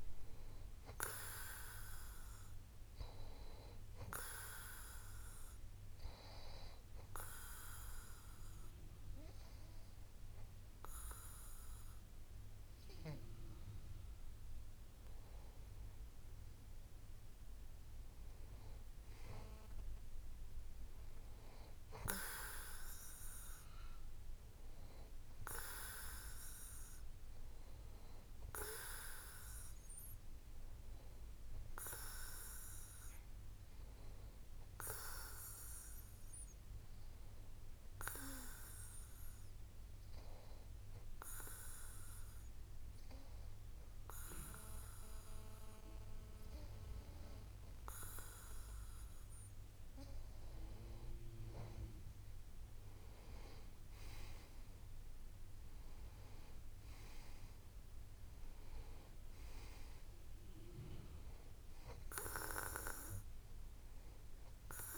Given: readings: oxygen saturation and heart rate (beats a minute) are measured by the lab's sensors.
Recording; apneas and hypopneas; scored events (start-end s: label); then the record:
breathing in sleep by a room microphone; 2
6.50-16.50 s: obstructive apnea (oxygen 96% before, 92% lowest)
18.50-22.00 s: arousal
38.00-51.50 s: hypopnea (oxygen 94% before, 92% lowest)
53.00-56.00 s: arousal
From the record:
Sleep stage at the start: N2 (light sleep); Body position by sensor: on the back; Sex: male